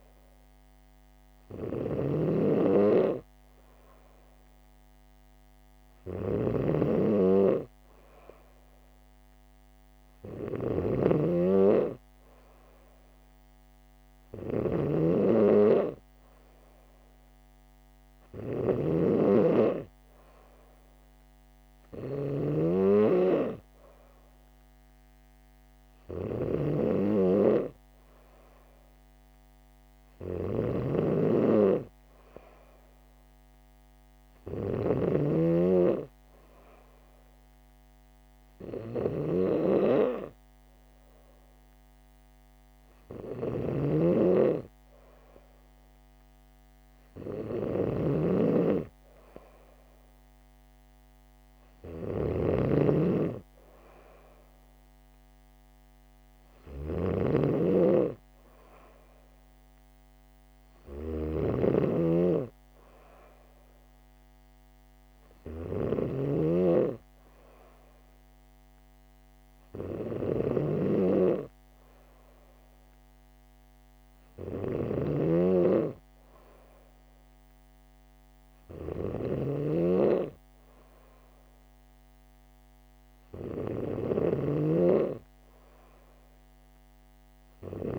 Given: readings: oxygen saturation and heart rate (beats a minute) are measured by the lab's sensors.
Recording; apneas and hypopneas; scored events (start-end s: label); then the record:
breathing in sleep by a microphone on the trachea; none
0.00-87.99 s: snoring (device-marked)
From the record:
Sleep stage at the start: N3 (deep sleep); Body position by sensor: on the back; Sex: female